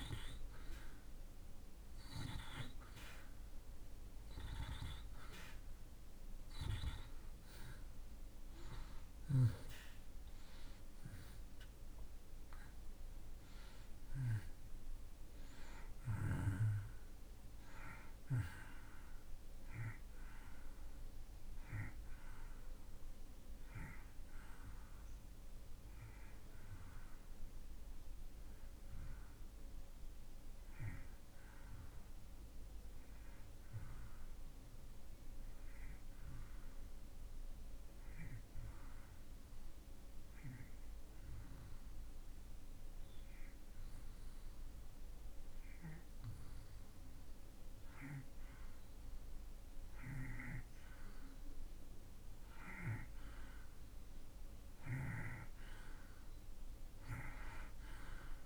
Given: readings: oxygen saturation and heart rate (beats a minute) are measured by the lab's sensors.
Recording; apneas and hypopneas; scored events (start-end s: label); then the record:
breathing in sleep by a room microphone; 1
0.00-1.00 s: arousal
0.00-15.00 s: oxygen desaturation (device-marked, oxygen 86% lowest)
27.50-31.50 s: arousal
34.50-50.00 s: hypopnea (oxygen 92% before, 85% lowest)
51.00-58.46 s: oxygen desaturation (device-marked, oxygen 93% before, 85% lowest)
52.50-57.50 s: arousal
From the record:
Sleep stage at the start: N2 (light sleep); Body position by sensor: on the back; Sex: male